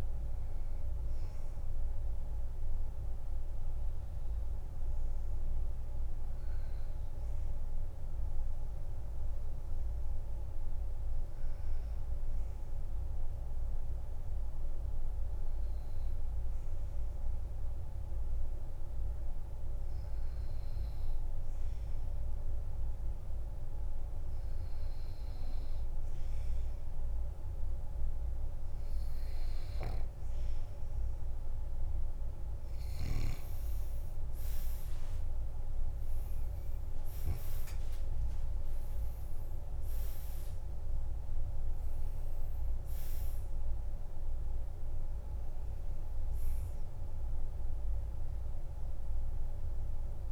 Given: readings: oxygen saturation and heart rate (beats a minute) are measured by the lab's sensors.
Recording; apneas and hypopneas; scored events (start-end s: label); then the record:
breathing in sleep, hard to hear, by a room microphone; 1
0.00-13.50 s: oxygen desaturation (device-marked, oxygen 93% lowest, heart rate 47 extreme)
5.00-27.00 s: hypopnea (oxygen 98% before, 92% lowest, heart rate 57 before, 49 extreme, up 8 after)
27.50-50.32 s: oxygen desaturation (device-marked, oxygen 98% before, 92% lowest, heart rate 50 before, 48 extreme)
34.00-38.00 s: arousal
34.50-39.50 s: tachycardia (device-marked, heart rate 63 before, 110 extreme)
36.50-38.50 s: long interval between heartbeats (device-marked, heart rate 52 before, 78 extreme)
From the record:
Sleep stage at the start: N2 (light sleep); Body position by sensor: on the back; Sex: male